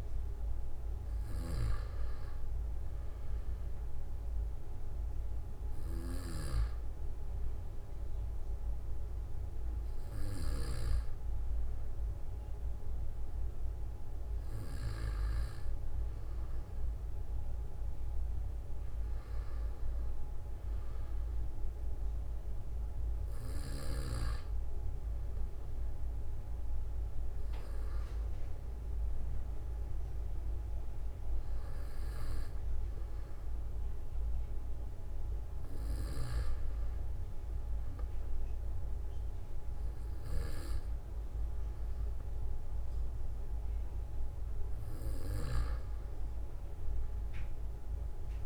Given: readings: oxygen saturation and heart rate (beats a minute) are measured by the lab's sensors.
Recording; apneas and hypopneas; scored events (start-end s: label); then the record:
breathing in sleep by a room microphone; none
3.50-5.50 s: long interval between heartbeats (device-marked, heart rate 51 before, 57 extreme)
From the record:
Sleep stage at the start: N2 (light sleep); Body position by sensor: on the back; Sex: male